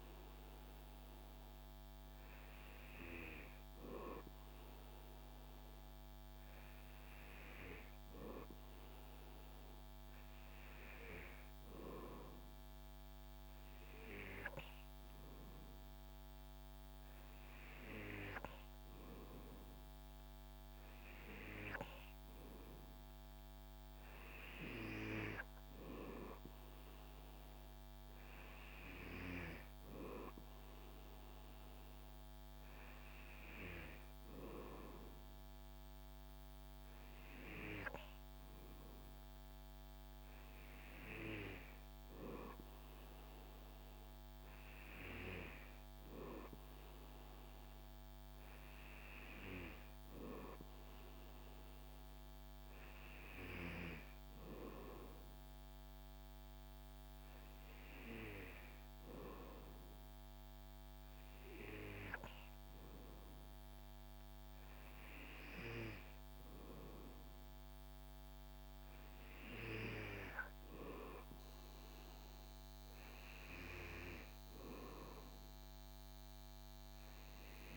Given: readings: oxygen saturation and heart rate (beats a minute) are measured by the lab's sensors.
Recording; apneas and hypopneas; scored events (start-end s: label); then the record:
breathing in sleep by a microphone on the trachea; none
none scored
From the record:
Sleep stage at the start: N2 (light sleep); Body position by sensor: on the back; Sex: male